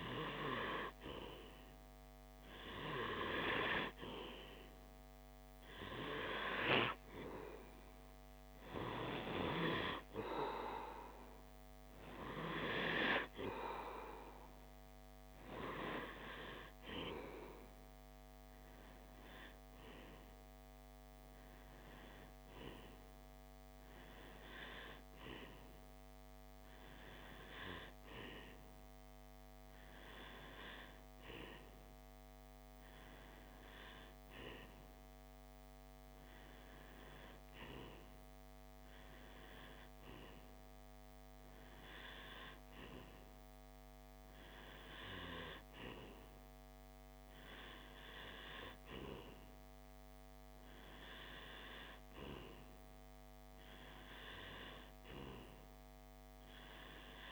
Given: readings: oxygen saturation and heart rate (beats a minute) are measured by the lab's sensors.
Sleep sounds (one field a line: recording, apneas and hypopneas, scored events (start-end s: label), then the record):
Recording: breathing in sleep by a microphone on the trachea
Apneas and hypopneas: none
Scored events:
0.00-1.50 s: arousal
From the record:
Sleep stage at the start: REM sleep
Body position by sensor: on the left side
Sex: male